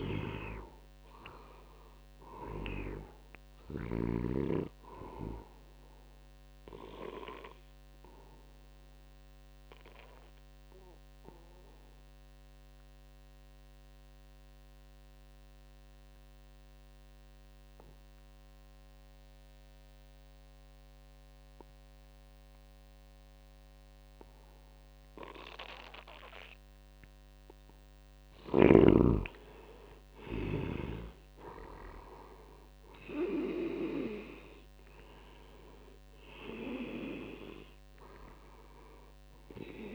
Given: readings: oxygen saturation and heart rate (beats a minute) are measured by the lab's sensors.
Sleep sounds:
breathing in sleep by a microphone on the trachea; 1
0.00-1.00 s: arousal
0.00-4.00 s: snoring (device-marked)
0.00-14.50 s: oxygen desaturation (device-marked, oxygen 82% lowest, heart rate 74 extreme)
6.50-26.00 s: obstructive apnea (oxygen 96% before, 80% lowest, heart rate 80 before, 74 extreme, up 0 after)
25.50-39.95 s: oxygen desaturation (device-marked, oxygen 97% before, 81% lowest, heart rate 82 before, 74 extreme)
28.00-31.50 s: arousal
From the record:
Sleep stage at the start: REM sleep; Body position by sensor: on the back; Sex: male

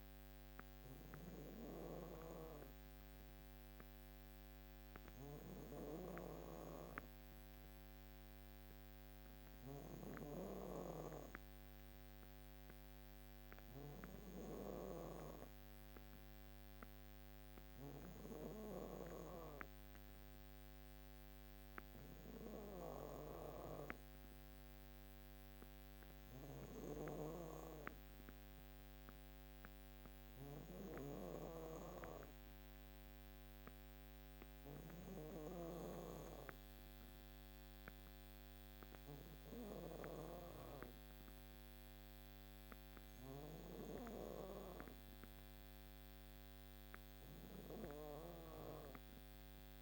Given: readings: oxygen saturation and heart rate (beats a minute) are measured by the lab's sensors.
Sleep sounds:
breathing in sleep by a microphone on the trachea; none
0.00-17.50 s: snoring (device-marked)
26.00-34.50 s: snoring (device-marked)
From the record:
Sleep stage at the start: N2 (light sleep); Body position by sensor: on the back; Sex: female

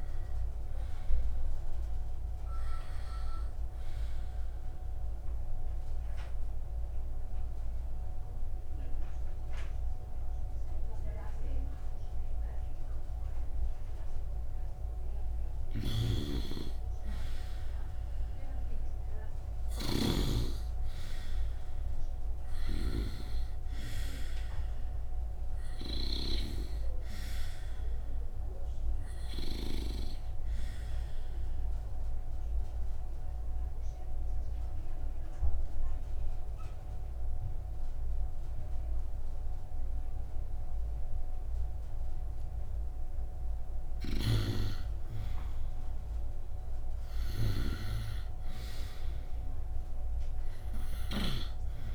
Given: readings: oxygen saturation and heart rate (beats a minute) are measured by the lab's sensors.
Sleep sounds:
breathing in sleep by a room microphone; 2
0.00-1.00 s: arousal
4.50-16.50 s: obstructive apnea (oxygen 97% before, 91% lowest, heart rate 69 before, 66 extreme, up 1 after)
16.00-20.50 s: snoring (device-marked)
18.50-23.00 s: arousal
29.00-43.00 s: oxygen desaturation (device-marked, oxygen 96% before, 91% lowest, heart rate 67 before, 66 extreme)
31.50-43.00 s: obstructive apnea (oxygen 97% before, 86% lowest, heart rate 67 before, 66 extreme, up 0 after)
46.00-50.00 s: arousal
From the record:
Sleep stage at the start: N2 (light sleep); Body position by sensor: upright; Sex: male

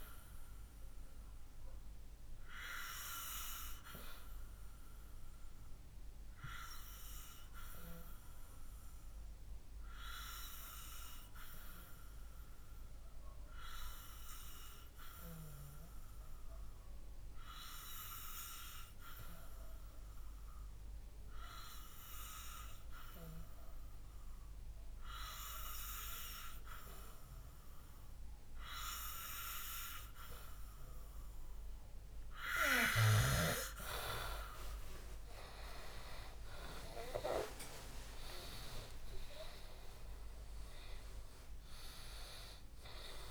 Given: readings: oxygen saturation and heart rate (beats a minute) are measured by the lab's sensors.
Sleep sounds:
breathing in sleep by a room microphone; 1
5.00-29.50 s: obstructive apnea (oxygen 94% before, 91% lowest, heart rate 63 before, 61 extreme, up 8 after)
21.50-38.50 s: oxygen desaturation (device-marked, oxygen 95% before, 91% lowest, heart rate 62 before, 63 extreme)
34.50-39.50 s: arousal
From the record:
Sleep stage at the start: N2 (light sleep); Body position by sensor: on the back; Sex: male

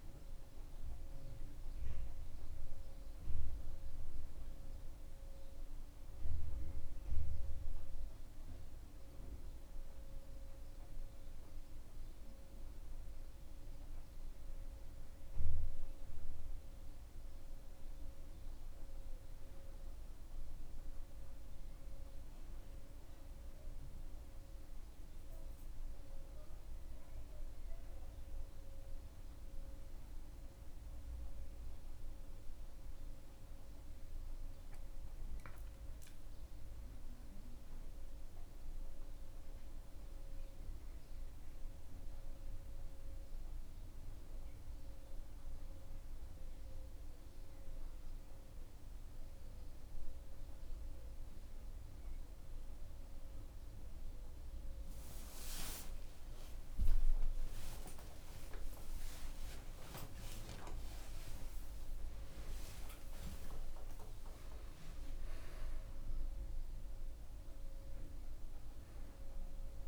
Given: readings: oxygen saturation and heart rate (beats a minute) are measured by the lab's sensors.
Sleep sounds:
a person awake in a sleep study, by a room microphone; none
none scored
From the record:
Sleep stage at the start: awake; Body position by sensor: on the back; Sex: male

